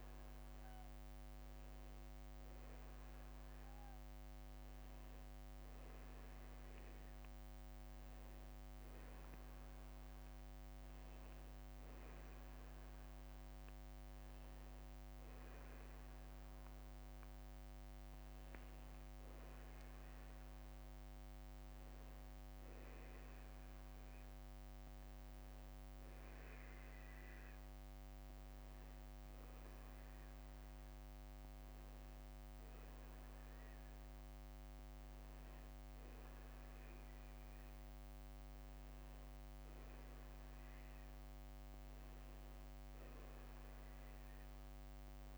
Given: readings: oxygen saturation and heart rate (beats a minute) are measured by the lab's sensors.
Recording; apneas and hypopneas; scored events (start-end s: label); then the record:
breathing in sleep, hard to hear, by a microphone on the trachea; none
26.50-45.38 s: new sleep stage, N2 (light sleep)
From the record:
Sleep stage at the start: N1 (lightest sleep); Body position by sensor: on the back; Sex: male